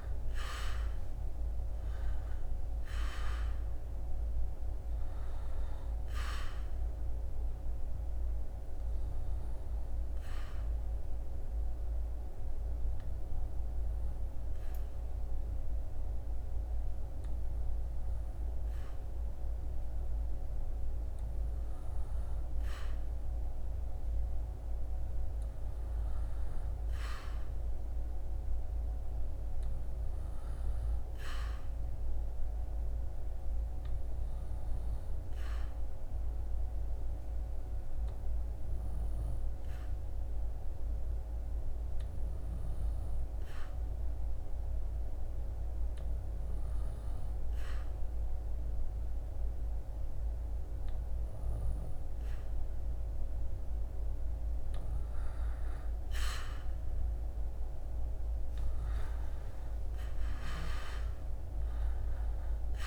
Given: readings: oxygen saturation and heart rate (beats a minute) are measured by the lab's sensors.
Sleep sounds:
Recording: breathing in sleep, hard to hear, by a room microphone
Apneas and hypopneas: 2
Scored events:
8.50-21.00 s: obstructive apnea (oxygen 98% before, 95% lowest, heart rate 72 before, 66 extreme, up 8 after)
22.50-26.50 s: arousal
34.50-53.50 s: obstructive apnea (oxygen 98% before, 95% lowest, heart rate 73 before, 65 extreme, up 13 after)
55.00-60.00 s: arousal
From the record:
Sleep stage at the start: N2 (light sleep)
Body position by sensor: on the back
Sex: male

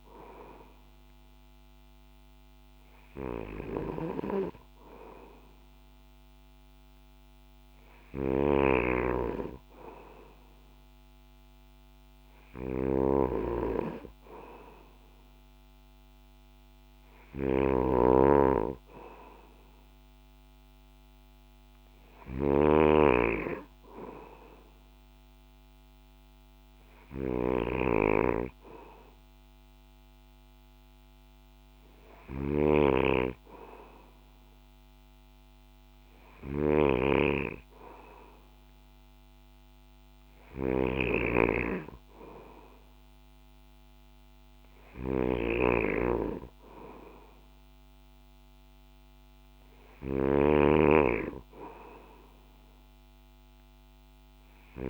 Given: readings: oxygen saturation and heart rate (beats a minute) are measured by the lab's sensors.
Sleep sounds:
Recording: breathing in sleep by a microphone on the trachea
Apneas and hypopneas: none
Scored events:
0.00-54.90 s: snoring (device-marked)
From the record:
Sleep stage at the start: N2 (light sleep)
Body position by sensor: on the back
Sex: male

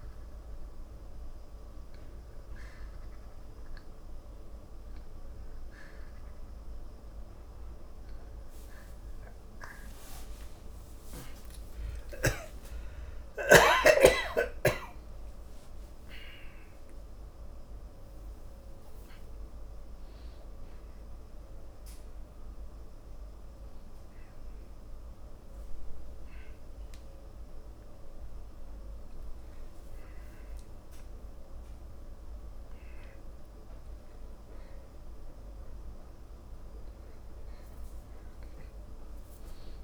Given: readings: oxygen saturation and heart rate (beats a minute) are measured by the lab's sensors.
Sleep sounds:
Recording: a person awake in a sleep study, by a room microphone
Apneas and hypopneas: none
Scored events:
13.00-39.84 s: new sleep stage, awake
From the record:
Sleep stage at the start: N2 (light sleep)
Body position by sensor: on the back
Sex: male

